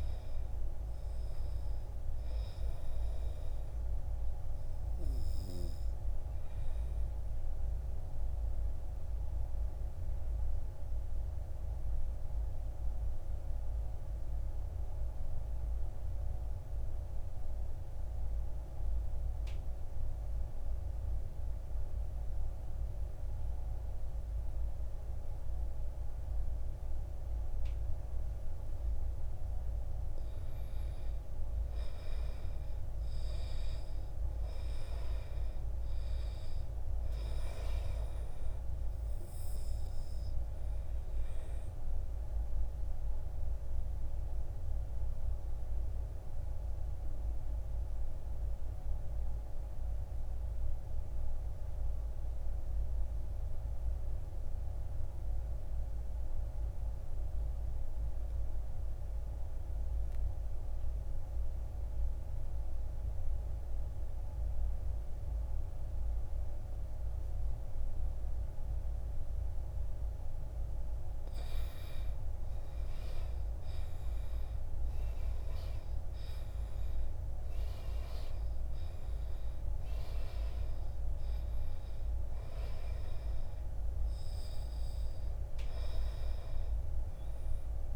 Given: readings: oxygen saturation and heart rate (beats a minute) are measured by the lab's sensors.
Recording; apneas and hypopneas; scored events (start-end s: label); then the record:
breathing in sleep, hard to hear, by a room microphone; 2
0.00-22.00 s: oxygen desaturation (device-marked, oxygen 80% lowest, heart rate 52 extreme)
2.50-29.00 s: obstructive apnea (oxygen 99% before, 80% lowest, heart rate 65 before, 52 extreme, up 11 after)
30.00-35.00 s: arousal
40.00-70.50 s: obstructive apnea (oxygen 99% before, 76% lowest, heart rate 60 before, 52 extreme, up 9 after)
49.00-63.00 s: oxygen desaturation (device-marked, oxygen 96% before, 86% lowest, heart rate 62 before, 57 extreme)
72.00-87.96 s: oxygen desaturation (device-marked, oxygen 97% before, 76% lowest, heart rate 61 before, 52 extreme)
73.00-78.00 s: arousal
From the record:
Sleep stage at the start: N2 (light sleep); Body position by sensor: on the back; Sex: male